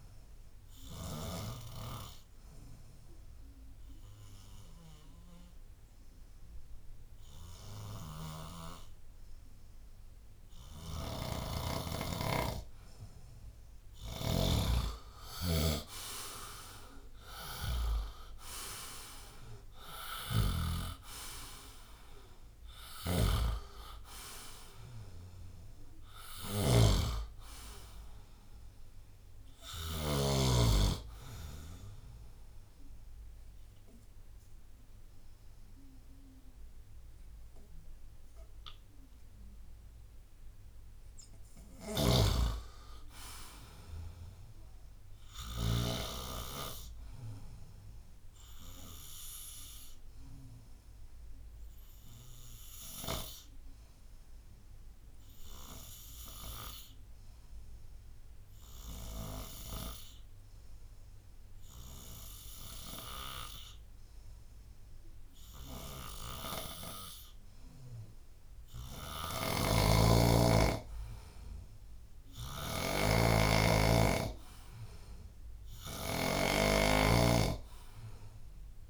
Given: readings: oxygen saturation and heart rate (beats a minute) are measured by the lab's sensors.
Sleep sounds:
breathing in sleep by a room microphone; 3
0.00-29.50 s: oxygen desaturation (device-marked, oxygen 73% lowest, heart rate 74 extreme)
2.00-13.00 s: obstructive apnea (oxygen 94% before, 73% lowest, heart rate 83 before, 78 extreme, up 12 after)
10.50-30.00 s: snoring (device-marked)
15.50-19.50 s: arousal
31.50-42.50 s: obstructive apnea (oxygen 84% before, 81% lowest, heart rate 90 before, 70 extreme)
41.50-46.00 s: snoring (device-marked)
46.00-49.50 s: arousal
54.00-67.50 s: obstructive apnea (oxygen 98% before, 88% lowest, heart rate 87 before, 70 extreme, up 9 after)
56.50-63.50 s: oxygen desaturation (device-marked, oxygen 98% before, 92% lowest, heart rate 86 before, 70 extreme)
69.00-76.50 s: snoring (device-marked)
70.50-74.00 s: arousal
76.50-78.90 s: oxygen desaturation (device-marked, oxygen 95% before, 89% lowest, heart rate 77 before, 72 extreme)
From the record:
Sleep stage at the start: REM sleep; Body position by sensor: on the back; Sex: male

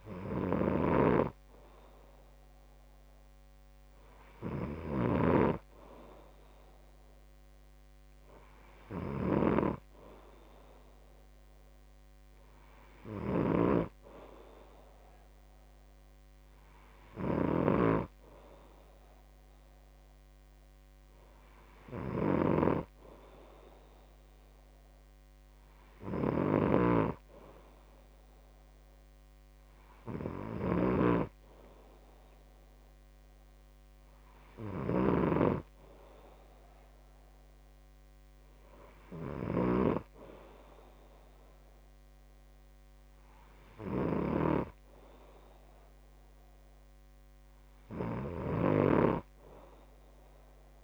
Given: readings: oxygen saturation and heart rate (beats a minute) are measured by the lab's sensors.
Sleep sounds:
breathing in sleep by a microphone on the trachea; none
27.00-31.50 s: snoring (device-marked)
From the record:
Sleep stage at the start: N2 (light sleep); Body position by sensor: on the back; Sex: male

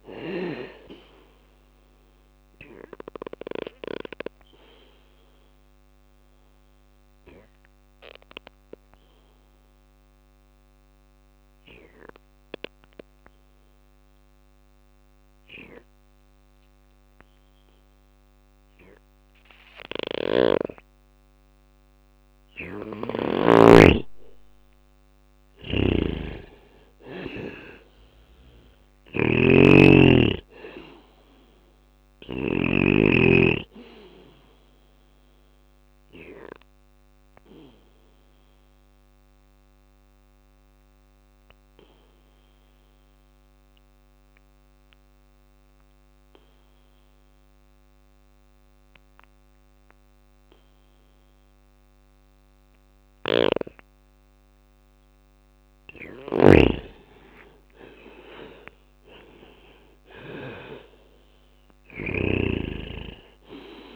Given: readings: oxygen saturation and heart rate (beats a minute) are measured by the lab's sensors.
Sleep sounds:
breathing in sleep by a microphone on the trachea; 2
0.00-2.50 s: drop in pulse transit time (device-marked, heart rate 57 extreme)
0.00-12.50 s: bradycardia (device-marked, heart rate 56 extreme)
0.00-13.50 s: oxygen desaturation (device-marked, oxygen 90% lowest, heart rate 56 extreme)
2.50-20.50 s: obstructive apnea (oxygen 99% before, 90% lowest, heart rate 60 before, 57 extreme, up 2 after)
13.50-19.50 s: bradycardia (device-marked, heart rate 61 before, 59 extreme)
21.50-31.50 s: snoring (device-marked)
22.50-25.00 s: arousal
24.50-37.50 s: drop in pulse transit time (device-marked, heart rate 59 before, 59 extreme)
32.50-45.50 s: oxygen desaturation (device-marked, oxygen 98% before, 91% lowest, heart rate 60 before, 56 extreme)
33.50-52.50 s: bradycardia (device-marked, heart rate 61 before, 57 extreme)
35.00-54.50 s: obstructive apnea (oxygen 99% before, 91% lowest, heart rate 60 before, 56 extreme, up 8 after)
52.00-63.95 s: snoring (device-marked)
53.50-63.95 s: drop in pulse transit time (device-marked, heart rate 59 before, 58 extreme)
56.00-59.50 s: arousal
62.50-63.95 s: bradycardia (device-marked, heart rate 60 before, 56 extreme)
From the record:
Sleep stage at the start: N2 (light sleep); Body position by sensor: on the back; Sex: male

